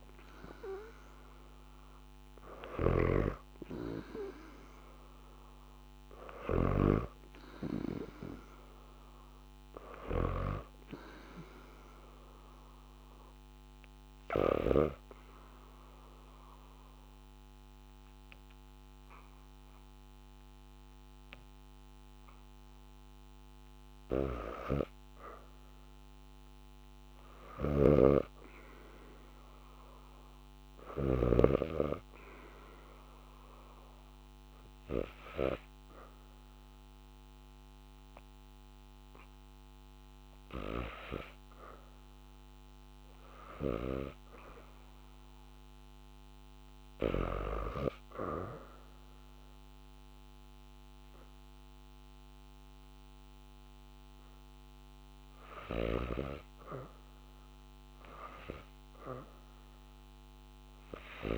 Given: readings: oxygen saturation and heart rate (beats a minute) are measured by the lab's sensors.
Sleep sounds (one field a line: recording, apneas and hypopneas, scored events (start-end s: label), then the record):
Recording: breathing in sleep by a microphone on the trachea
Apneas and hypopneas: 1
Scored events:
0.00-10.00 s: snoring (device-marked)
3.50-7.50 s: arousal
13.00-24.50 s: obstructive apnea (oxygen 95% before, 89% lowest, heart rate 82 before, 74 extreme)
26.00-30.00 s: arousal
27.00-31.00 s: snoring (device-marked)
30.50-42.50 s: oxygen desaturation (device-marked, oxygen 97% before, 89% lowest, heart rate 80 before, 74 extreme)
55.50-58.50 s: arousal
From the record:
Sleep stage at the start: REM sleep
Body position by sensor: on the back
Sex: female